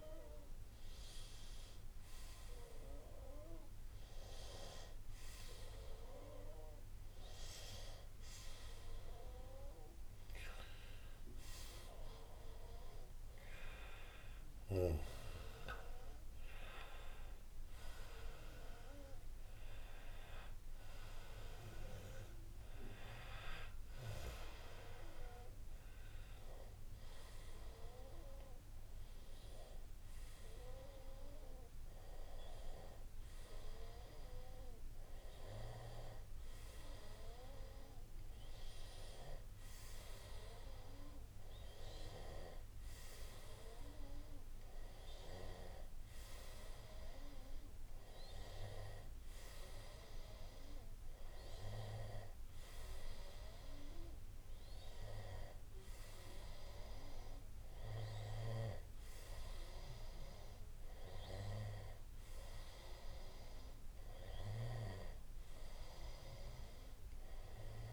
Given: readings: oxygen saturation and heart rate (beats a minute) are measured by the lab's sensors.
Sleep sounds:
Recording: breathing in sleep by a room microphone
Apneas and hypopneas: none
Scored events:
none scored
From the record:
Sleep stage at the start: N1 (lightest sleep)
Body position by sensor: on the right side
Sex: male

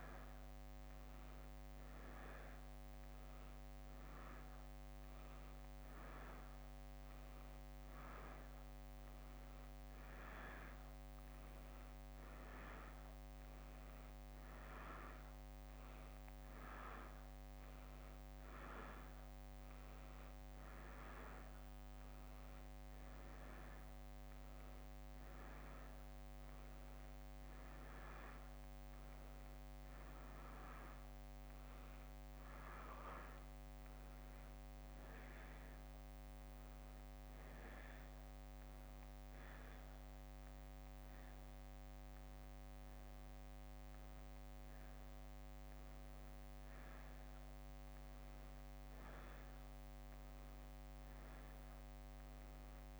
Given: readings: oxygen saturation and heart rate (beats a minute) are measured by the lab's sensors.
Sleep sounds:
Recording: a person partly awake in a sleep study, hard to hear, by a microphone on the trachea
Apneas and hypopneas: none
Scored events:
0.00-1.50 s: leg movement (device-marked)
7.00-15.00 s: leg movement (device-marked)
17.00-25.50 s: leg movement (device-marked)
21.50-53.00 s: new sleep stage, N2 (light sleep)
27.50-34.50 s: leg movement (device-marked)
37.50-43.50 s: leg movement (device-marked)
46.00-51.00 s: leg movement (device-marked)
52.00-53.00 s: leg movement (device-marked)
From the record:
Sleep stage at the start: awake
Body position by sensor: on the back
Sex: female

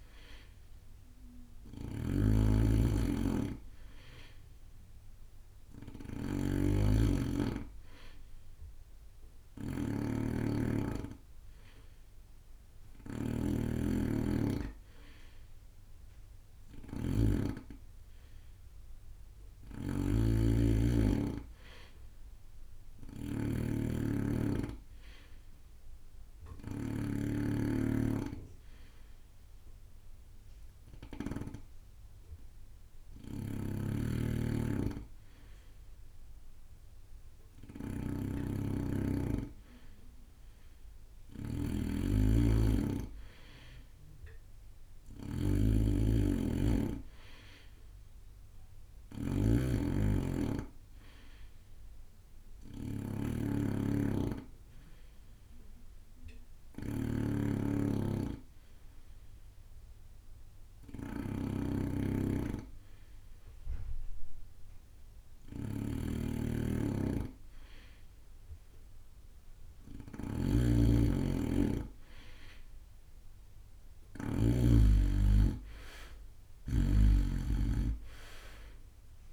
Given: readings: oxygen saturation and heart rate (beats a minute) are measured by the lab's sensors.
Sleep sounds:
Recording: breathing in sleep by a room microphone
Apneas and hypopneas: 2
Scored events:
0.00-31.50 s: snoring (device-marked)
21.00-24.50 s: arousal
28.00-39.50 s: hypopnea (oxygen 94% before, 90% lowest)
33.50-74.50 s: snoring (device-marked)
35.00-49.00 s: bradycardia (device-marked)
42.00-46.50 s: arousal
51.00-61.00 s: bradycardia (device-marked)
54.00-66.50 s: hypopnea (oxygen 93% before, 90% lowest)
69.00-79.33 s: bradycardia (device-marked)
70.50-74.50 s: arousal
73.50-75.50 s: long interval between heartbeats (device-marked)
76.50-79.33 s: snoring (device-marked)
From the record:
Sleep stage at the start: N2 (light sleep)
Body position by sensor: on the right side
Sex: male

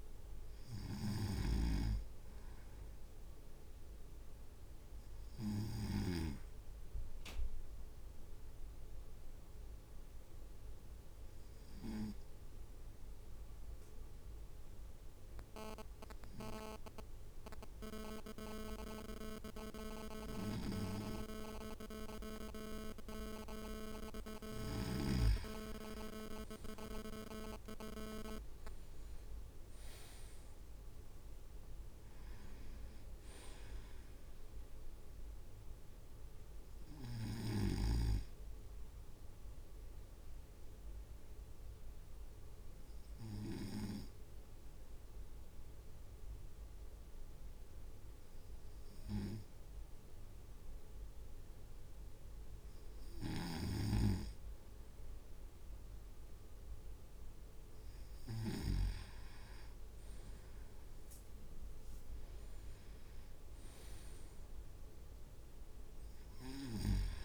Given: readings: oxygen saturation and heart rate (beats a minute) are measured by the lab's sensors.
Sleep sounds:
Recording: breathing in sleep by a room microphone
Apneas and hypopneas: 2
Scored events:
0.00-6.50 s: snoring (device-marked)
5.00-23.00 s: obstructive apnea (oxygen 98% before, 96% lowest, heart rate 52 before, 48 extreme, up 8 after)
20.50-25.00 s: snoring (device-marked)
28.00-31.50 s: arousal
30.50-31.50 s: leg movement (device-marked)
39.50-54.00 s: obstructive apnea (oxygen 99% before, 97% lowest, heart rate 55 before, 50 extreme, up 3 after)
53.00-59.00 s: snoring (device-marked)
60.00-64.00 s: arousal
From the record:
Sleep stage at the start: N2 (light sleep)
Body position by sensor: on the right side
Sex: male

